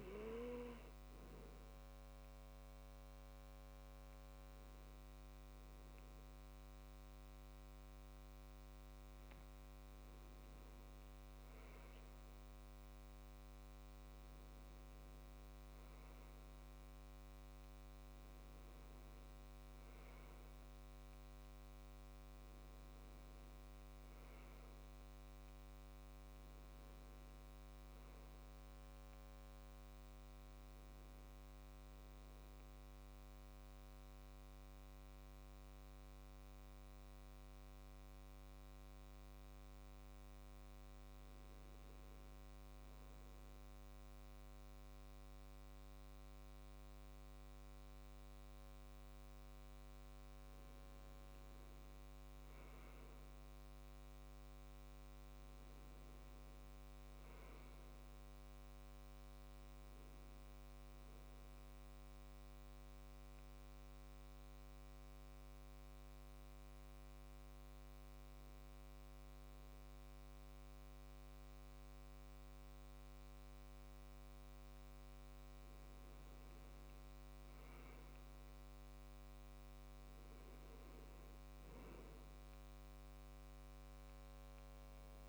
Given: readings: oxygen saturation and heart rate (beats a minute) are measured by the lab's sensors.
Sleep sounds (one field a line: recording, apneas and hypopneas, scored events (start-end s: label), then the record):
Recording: breathing in sleep, hard to hear, by a microphone on the trachea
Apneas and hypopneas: 2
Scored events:
0.00-2.50 s: arousal
25.50-29.00 s: arousal
32.00-50.50 s: mixed apnea (oxygen 95% before, 94% lowest, heart rate 68 before, 65 extreme, up 4 after)
53.50-57.00 s: arousal
61.50-75.50 s: mixed apnea (oxygen 98% before, 93% lowest, heart rate 68 before, 65 extreme, up 7 after)
77.00-80.00 s: arousal
From the record:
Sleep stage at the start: N2 (light sleep)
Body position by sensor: on the left side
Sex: male